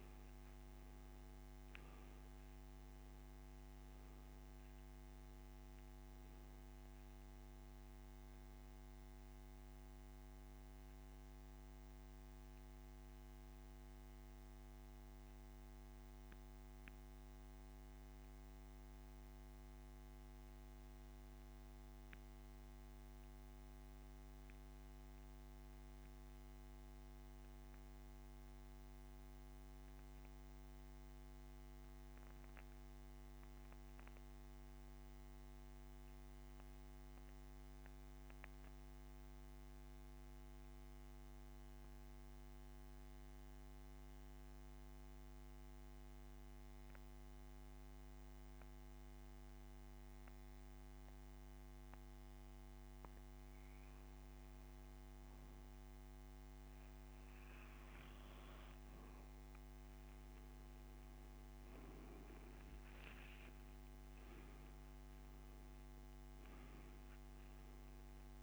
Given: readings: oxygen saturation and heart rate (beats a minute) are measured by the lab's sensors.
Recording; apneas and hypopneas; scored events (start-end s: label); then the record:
breathing in sleep, hard to hear, by a microphone on the trachea; 1
16.00-36.00 s: oxygen desaturation (device-marked, oxygen 95% before, 88% lowest)
17.50-22.00 s: arousal
24.50-53.00 s: central apnea (oxygen 96% before, 88% lowest)
62.00-68.43 s: new sleep stage, awake
63.00-68.43 s: oxygen desaturation (device-marked, oxygen 97% before, 88% lowest)
From the record:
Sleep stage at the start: N2 (light sleep); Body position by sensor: on the back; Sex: male